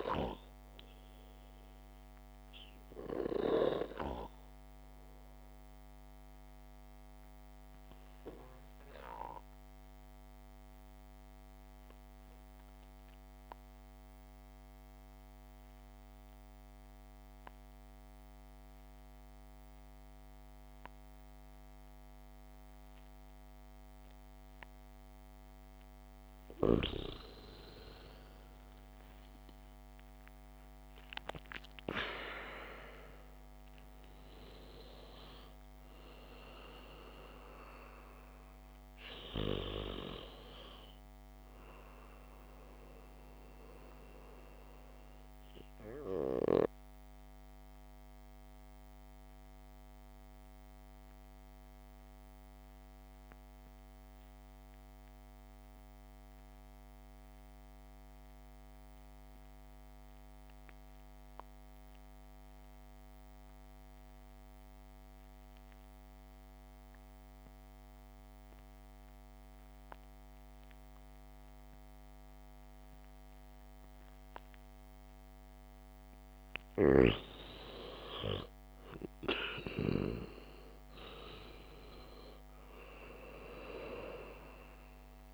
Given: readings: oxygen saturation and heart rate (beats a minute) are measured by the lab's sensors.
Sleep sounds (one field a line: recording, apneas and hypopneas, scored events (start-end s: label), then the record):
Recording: breathing in sleep by a microphone on the trachea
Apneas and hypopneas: 2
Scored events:
0.00-3.00 s: oxygen desaturation (device-marked, oxygen 96% lowest, heart rate 63 extreme)
7.00-26.00 s: obstructive apnea (oxygen 99% before, 94% lowest, heart rate 68 before, 63 extreme, up 6 after)
27.50-31.50 s: arousal
47.50-76.50 s: mixed apnea (oxygen 98% before, 92% lowest, heart rate 68 before, 62 extreme, up 4 after)
71.00-85.34 s: oxygen desaturation (device-marked, oxygen 99% before, 93% lowest, heart rate 68 before, 62 extreme)
78.50-83.00 s: arousal
From the record:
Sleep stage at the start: REM sleep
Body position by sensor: on the back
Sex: male